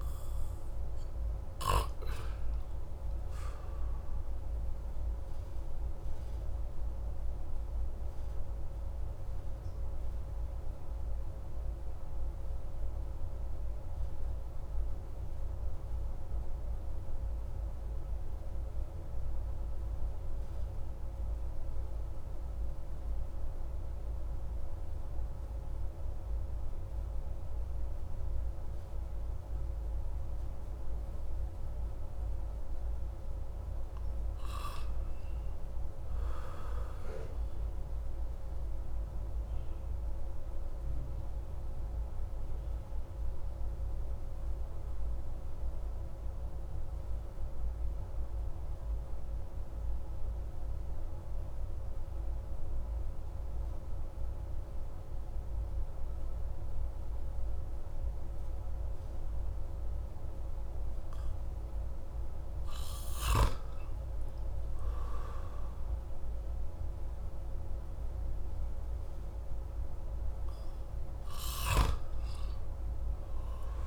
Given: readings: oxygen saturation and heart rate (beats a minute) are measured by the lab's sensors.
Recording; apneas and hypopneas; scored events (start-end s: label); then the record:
breathing in sleep, hard to hear, by a room microphone; 2
8.00-32.50 s: obstructive apnea (oxygen 98% before, 92% lowest)
14.00-31.00 s: oxygen desaturation (device-marked, oxygen 95% before, 92% lowest)
34.50-37.50 s: arousal
42.00-60.00 s: obstructive apnea (oxygen 97% before, 93% lowest)
62.50-66.50 s: arousal
From the record:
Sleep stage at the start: N2 (light sleep); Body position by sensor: on the back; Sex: male